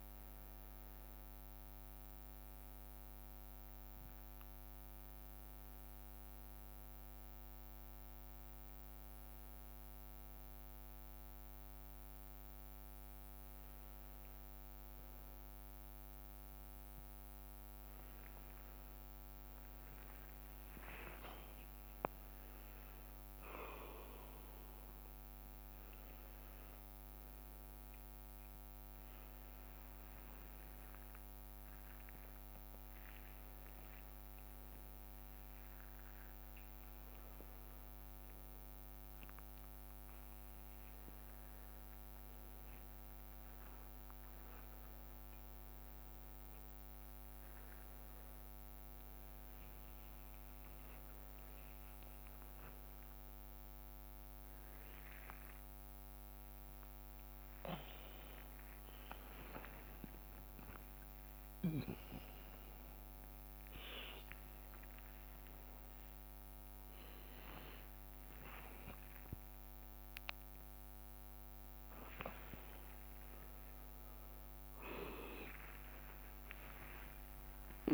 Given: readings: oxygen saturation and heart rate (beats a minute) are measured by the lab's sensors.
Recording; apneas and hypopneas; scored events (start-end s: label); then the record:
a person awake in a sleep study, by a microphone on the trachea; none
2.50-3.50 s: leg movement (device-marked)
3.50-4.50 s: leg movement (device-marked)
13.00-16.00 s: leg movement (device-marked)
25.00-26.50 s: leg movement (device-marked)
32.00-38.00 s: leg movement (device-marked)
39.00-41.00 s: leg movement (device-marked)
48.50-51.50 s: leg movement (device-marked)
52.50-54.00 s: leg movement (device-marked)
55.00-56.00 s: leg movement (device-marked)
62.00-67.50 s: leg movement (device-marked)
From the record:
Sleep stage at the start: awake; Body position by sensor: upright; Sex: male